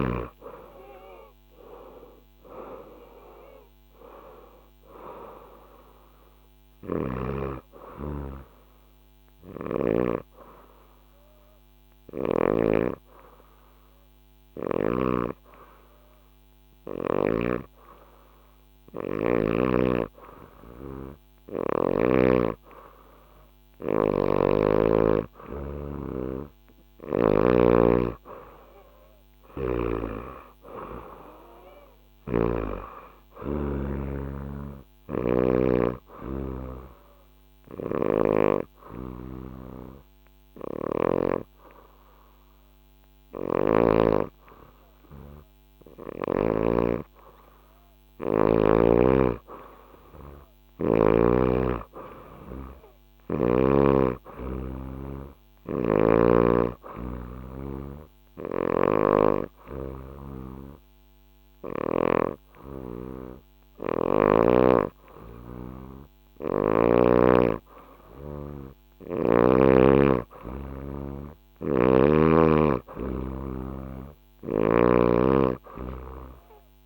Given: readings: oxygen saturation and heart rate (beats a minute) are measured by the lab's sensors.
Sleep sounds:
breathing in sleep by a microphone on the trachea; 3
0.00-2.50 s: arousal
6.00-9.50 s: snoring (device-marked)
7.00-23.00 s: obstructive apnea (oxygen 95% before, 92% lowest, heart rate 70 before, 65 extreme, up 4 after)
25.50-30.50 s: arousal
29.50-46.50 s: oxygen desaturation (device-marked, oxygen 96% before, 92% lowest, heart rate 67 before, 65 extreme)
31.50-35.00 s: snoring (device-marked)
34.50-46.00 s: obstructive apnea (oxygen 97% before, 92% lowest, heart rate 67 before, 65 extreme, up 6 after)
37.00-43.50 s: snoring (device-marked)
47.50-52.00 s: arousal
52.50-63.50 s: oxygen desaturation (device-marked, oxygen 96% before, 93% lowest, heart rate 68 before, 67 extreme)
56.50-67.00 s: obstructive apnea (oxygen 96% before, 92% lowest, heart rate 68 before, 65 extreme, up 1 after)
58.00-61.50 s: snoring (device-marked)
69.00-73.00 s: arousal
73.50-76.86 s: oxygen desaturation (device-marked, oxygen 95% before, 92% lowest, heart rate 69 before, 65 extreme)
From the record:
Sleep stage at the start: N2 (light sleep); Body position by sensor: on the back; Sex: female

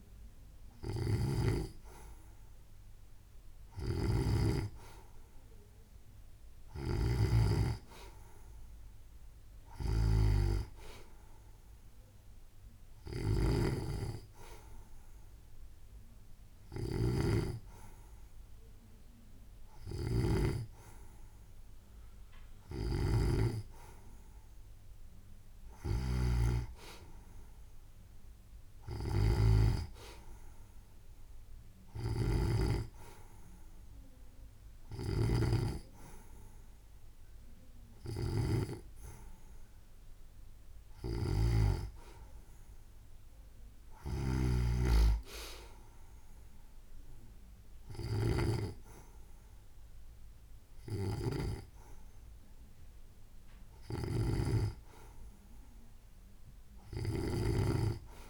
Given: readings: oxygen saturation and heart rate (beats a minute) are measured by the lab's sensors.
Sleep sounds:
breathing in sleep by a room microphone; none
none scored
From the record:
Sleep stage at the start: N2 (light sleep); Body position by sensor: on the right side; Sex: female

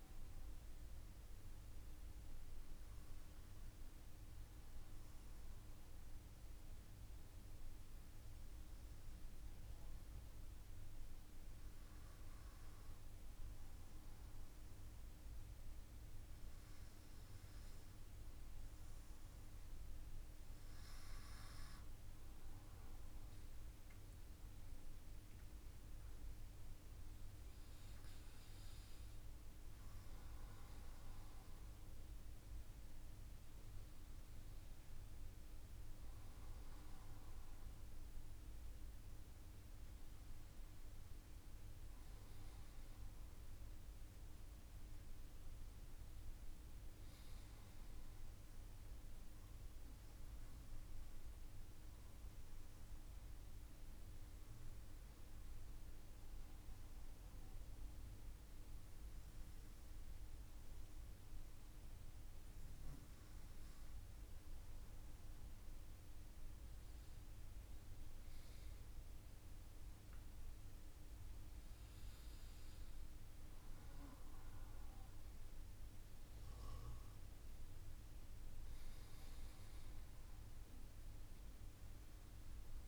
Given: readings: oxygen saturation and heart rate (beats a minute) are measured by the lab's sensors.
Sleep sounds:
breathing in sleep, hard to hear, by a room microphone; none
none scored
From the record:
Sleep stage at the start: N1 (lightest sleep); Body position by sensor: on the front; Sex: male

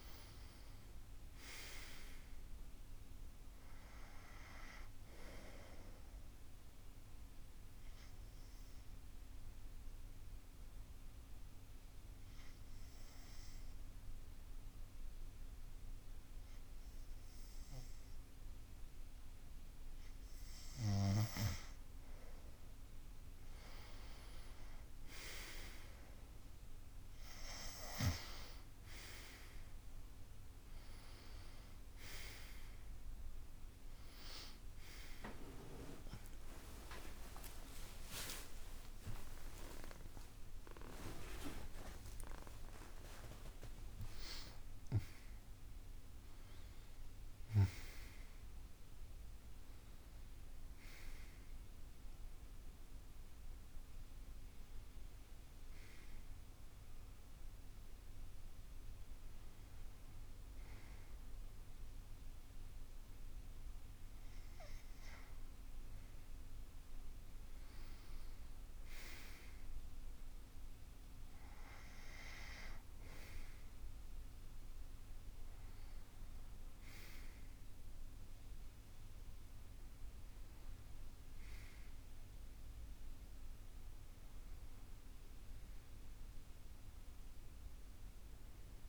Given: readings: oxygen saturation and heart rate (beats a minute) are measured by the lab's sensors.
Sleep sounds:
breathing in sleep by a room microphone; 1
7.00-19.50 s: obstructive apnea (oxygen 96% before, 93% lowest, heart rate 76 before, 70 extreme, up 9 after)
35.50-41.00 s: arousal
From the record:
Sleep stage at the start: N2 (light sleep); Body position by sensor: on the back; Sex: male

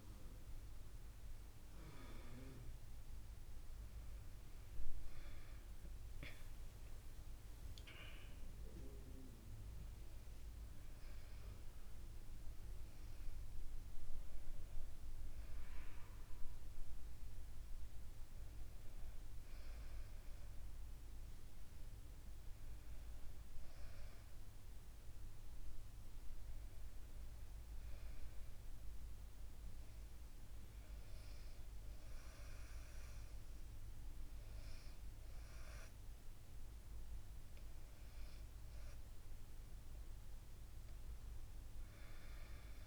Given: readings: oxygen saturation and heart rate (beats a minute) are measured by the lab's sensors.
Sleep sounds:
breathing in sleep, hard to hear, by a room microphone; none
0.00-3.50 s: arousal
From the record:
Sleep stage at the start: N1 (lightest sleep); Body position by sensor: on the back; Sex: female

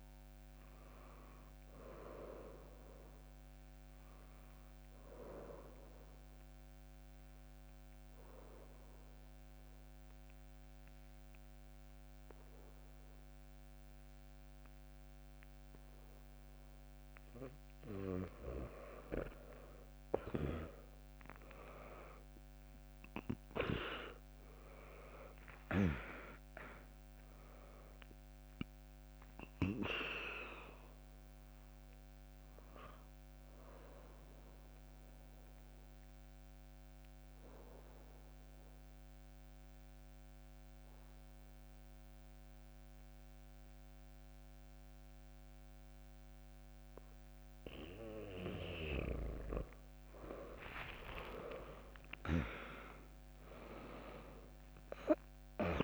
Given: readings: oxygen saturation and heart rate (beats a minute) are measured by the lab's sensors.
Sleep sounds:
breathing in sleep by a microphone on the trachea; 2
0.00-2.00 s: drop in pulse transit time (device-marked, heart rate 69 extreme)
0.00-15.00 s: oxygen desaturation (device-marked, oxygen 95% lowest, heart rate 59 extreme)
4.50-17.50 s: obstructive apnea (oxygen 100% before, 95% lowest, heart rate 77 before, 59 extreme)
25.00-40.00 s: drop in pulse transit time (device-marked, heart rate 74 before, 64 extreme)
32.00-47.50 s: obstructive apnea (oxygen 100% before, 96% lowest, heart rate 71 before, 61 extreme)
49.50-53.50 s: arousal
From the record:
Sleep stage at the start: N2 (light sleep); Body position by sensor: on the back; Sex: female

